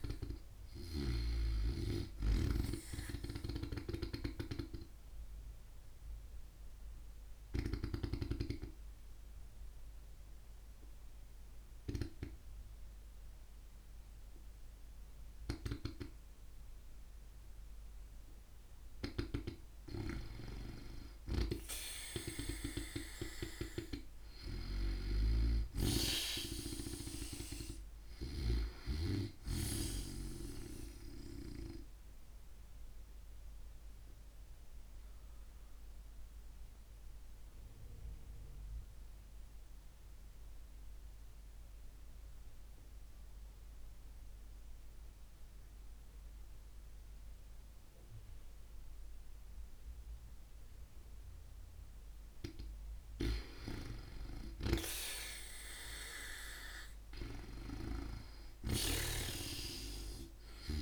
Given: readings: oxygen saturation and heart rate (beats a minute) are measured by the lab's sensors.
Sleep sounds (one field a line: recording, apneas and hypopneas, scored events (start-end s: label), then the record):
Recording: breathing in sleep by a room microphone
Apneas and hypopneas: 2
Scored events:
3.50-7.50 s: snoring (device-marked)
4.00-18.00 s: obstructive apnea (oxygen 92% before, 88% lowest)
6.50-20.50 s: oxygen desaturation (device-marked, oxygen 92% before, 88% lowest)
18.50-28.00 s: snoring (device-marked)
22.00-25.50 s: arousal
31.50-51.00 s: obstructive apnea (oxygen 95% before, 89% lowest)
47.50-54.50 s: oxygen desaturation (device-marked, oxygen 93% before, 90% lowest)
54.00-57.50 s: arousal
From the record:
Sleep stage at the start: N2 (light sleep)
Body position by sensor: on the back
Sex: female